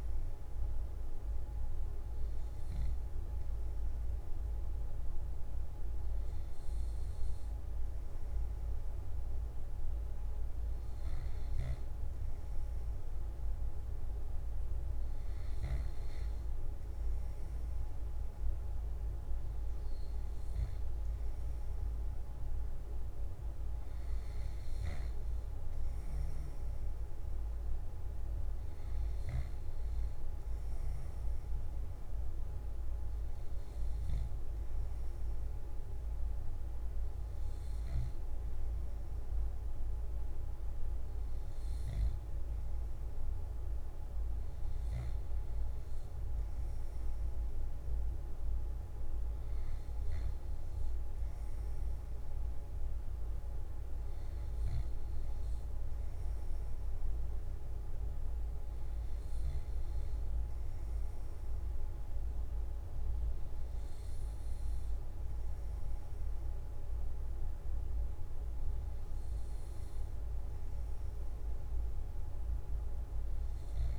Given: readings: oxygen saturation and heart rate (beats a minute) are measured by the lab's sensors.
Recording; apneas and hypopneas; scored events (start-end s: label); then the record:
breathing in sleep, hard to hear, by a room microphone; none
22.50-73.99 s: new sleep stage, N2 (light sleep)
From the record:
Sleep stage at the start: N1 (lightest sleep); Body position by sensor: on the left side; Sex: male